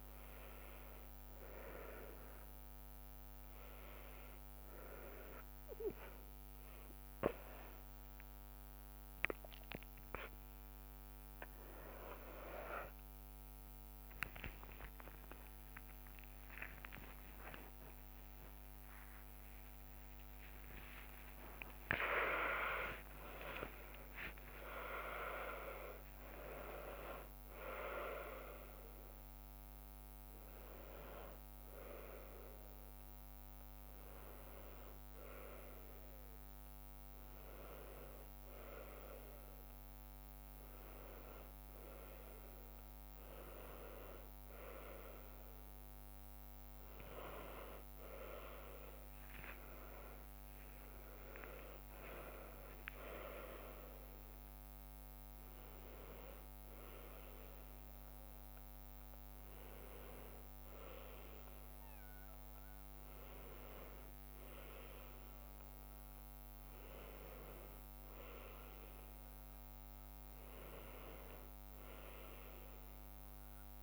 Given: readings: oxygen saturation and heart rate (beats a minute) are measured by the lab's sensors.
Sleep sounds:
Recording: a person awake in a sleep study, by a microphone on the trachea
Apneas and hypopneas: none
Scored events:
0.00-6.00 s: drop in pulse transit time (device-marked, heart rate 73 extreme)
7.00-67.00 s: new sleep stage, awake
9.00-30.00 s: tachycardia (device-marked, heart rate 76 before, 193 extreme)
22.00-35.00 s: drop in pulse transit time (device-marked, heart rate 119 before, 97 extreme)
48.00-55.00 s: tachycardia (device-marked, heart rate 80 before, 135 extreme)
67.00-73.83 s: new sleep stage, N1 (lightest sleep)
From the record:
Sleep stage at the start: N2 (light sleep)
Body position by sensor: on the back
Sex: female

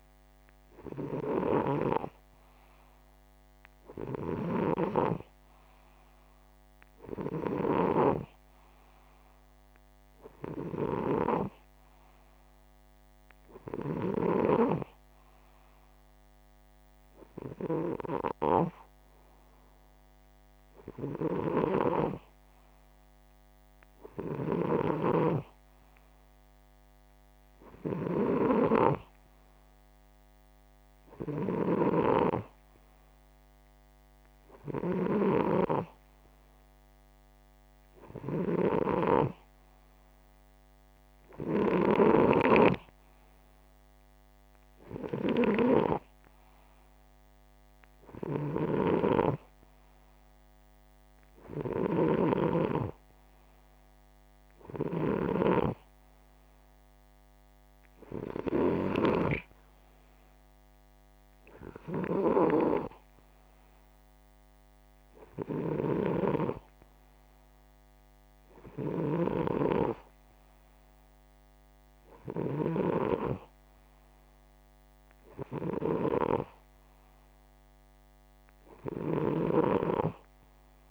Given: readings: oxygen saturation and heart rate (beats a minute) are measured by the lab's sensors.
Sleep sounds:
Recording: breathing in sleep by a microphone on the trachea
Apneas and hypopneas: none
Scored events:
0.00-3.50 s: oxygen desaturation (device-marked, oxygen 94% lowest, heart rate 63 extreme)
21.00-41.50 s: snoring (device-marked)
22.50-46.50 s: oxygen desaturation (device-marked, oxygen 95% before, 92% lowest, heart rate 65 before, 62 extreme)
47.50-80.91 s: snoring (device-marked)
From the record:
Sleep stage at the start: N2 (light sleep)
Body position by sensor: upright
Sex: male

